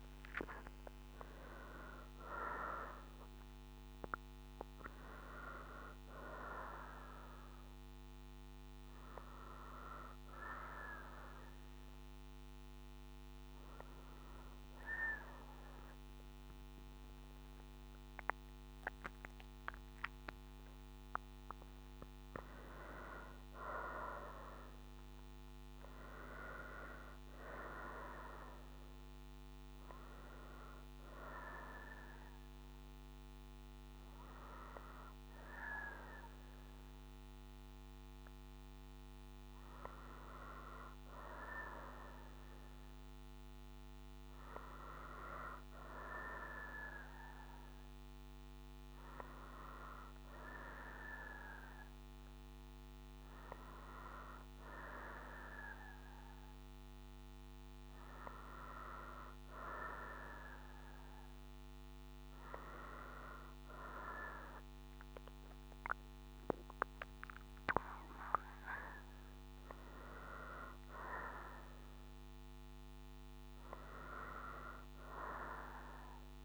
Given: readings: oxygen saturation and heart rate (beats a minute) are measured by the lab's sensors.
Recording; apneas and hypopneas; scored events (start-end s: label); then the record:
a person partly awake in a sleep study, by a microphone on the trachea; 1
25.50-39.50 s: oxygen desaturation (device-marked, oxygen 95% before, 89% lowest, heart rate 65 before, 61 extreme)
25.50-76.45 s: new sleep stage, N2 (light sleep)
29.50-40.50 s: obstructive apnea (oxygen 95% before, 89% lowest, heart rate 64 before, 61 extreme, up 1 after)
42.50-46.00 s: arousal
From the record:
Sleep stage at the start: awake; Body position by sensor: on the right side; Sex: female